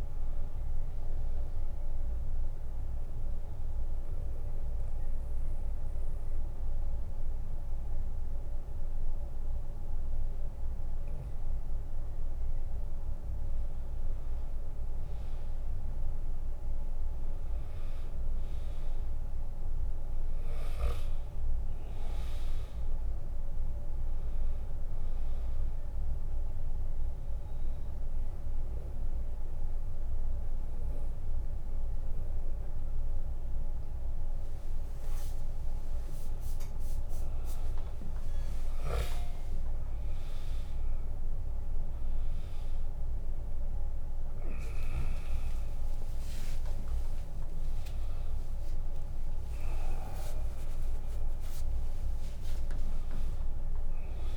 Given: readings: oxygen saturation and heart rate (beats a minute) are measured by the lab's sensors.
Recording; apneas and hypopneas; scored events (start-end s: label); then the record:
breathing in sleep, hard to hear, by a room microphone; 2
2.00-10.00 s: oxygen desaturation (device-marked, oxygen 98% before, 94% lowest, heart rate 76 before, 69 extreme)
2.00-12.50 s: central apnea (oxygen 98% before, 93% lowest, heart rate 76 before, 68 extreme, up 13 after)
15.00-18.00 s: arousal
21.00-41.00 s: oxygen desaturation (device-marked, oxygen 98% before, 93% lowest, heart rate 78 before, 68 extreme)
26.00-36.00 s: obstructive apnea (oxygen 98% before, 93% lowest, heart rate 79 before, 68 extreme, up 14 after)
38.50-42.50 s: arousal
53.00-54.37 s: drop in pulse transit time (device-marked, heart rate 78 before, 77 extreme)
From the record:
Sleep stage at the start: N2 (light sleep); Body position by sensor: on the back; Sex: male